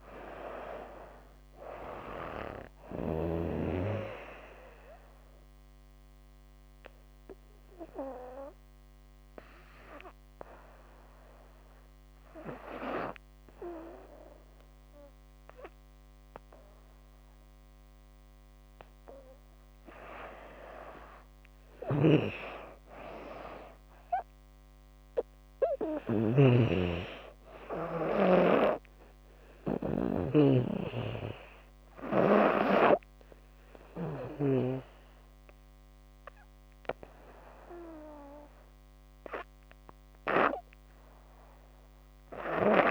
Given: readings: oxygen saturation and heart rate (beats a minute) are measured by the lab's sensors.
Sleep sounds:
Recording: breathing in sleep by a microphone on the trachea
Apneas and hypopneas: 1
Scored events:
0.00-2.50 s: snoring (device-marked)
0.00-7.50 s: oxygen desaturation (device-marked, oxygen 87% lowest, heart rate 70 extreme)
4.00-18.50 s: hypopnea (oxygen 97% before, 88% lowest, heart rate 85 before, 70 extreme, up 9 after)
20.00-23.50 s: arousal
21.00-25.50 s: snoring (device-marked)
25.50-42.50 s: oxygen desaturation (device-marked, oxygen 99% before, 92% lowest, heart rate 74 before, 61 extreme)
30.00-33.50 s: snoring (device-marked)
From the record:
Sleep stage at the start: REM sleep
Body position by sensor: on the back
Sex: female

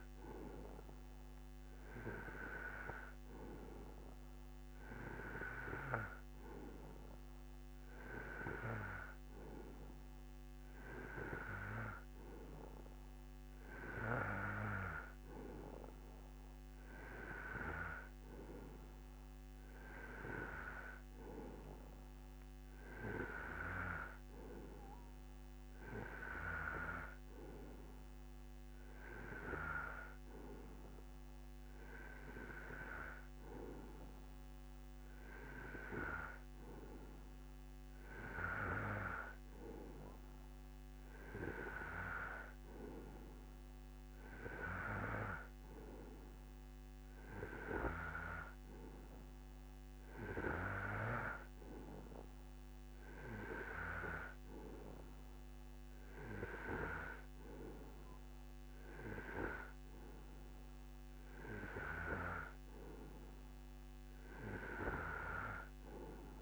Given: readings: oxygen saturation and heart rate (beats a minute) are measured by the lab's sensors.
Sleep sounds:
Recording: breathing in sleep by a microphone on the trachea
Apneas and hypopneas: none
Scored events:
none scored
From the record:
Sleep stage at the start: N2 (light sleep)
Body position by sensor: on the right side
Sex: male

